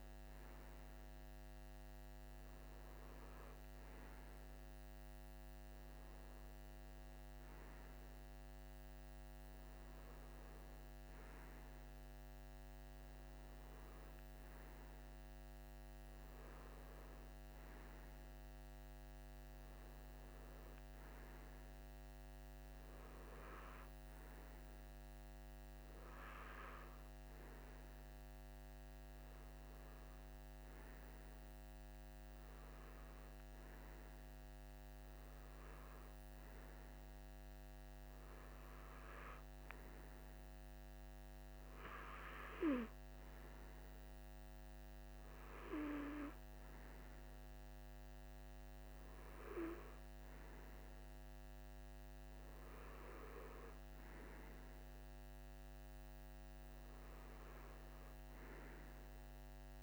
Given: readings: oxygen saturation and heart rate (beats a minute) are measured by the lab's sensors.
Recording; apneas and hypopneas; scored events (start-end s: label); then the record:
breathing in sleep by a microphone on the trachea; none
none scored
From the record:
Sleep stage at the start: REM sleep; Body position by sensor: on the right side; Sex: male